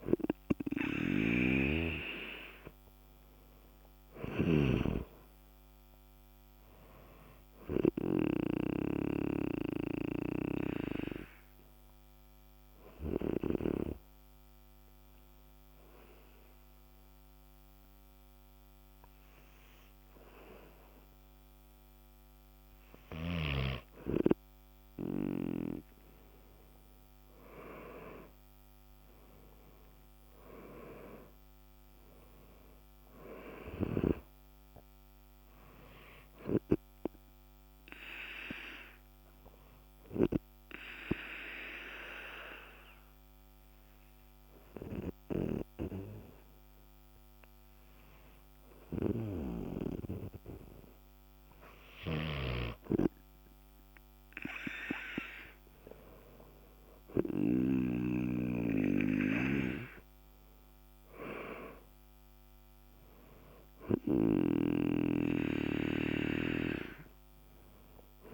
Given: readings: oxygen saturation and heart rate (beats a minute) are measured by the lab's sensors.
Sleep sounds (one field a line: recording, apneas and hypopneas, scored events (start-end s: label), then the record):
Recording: breathing in sleep by a microphone on the trachea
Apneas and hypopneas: 2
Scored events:
8.50-21.50 s: obstructive apnea (oxygen 96% before, 93% lowest, heart rate 75 before, 49 extreme, up 30 after)
26.00-29.00 s: arousal
38.50-49.50 s: obstructive apnea (oxygen 97% before, 94% lowest, heart rate 72 before, 51 extreme, up 10 after)
48.50-57.50 s: oxygen desaturation (device-marked, oxygen 98% before, 95% lowest, heart rate 74 before, 51 extreme)
51.50-55.00 s: arousal
From the record:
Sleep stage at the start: N2 (light sleep)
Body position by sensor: on the back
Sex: male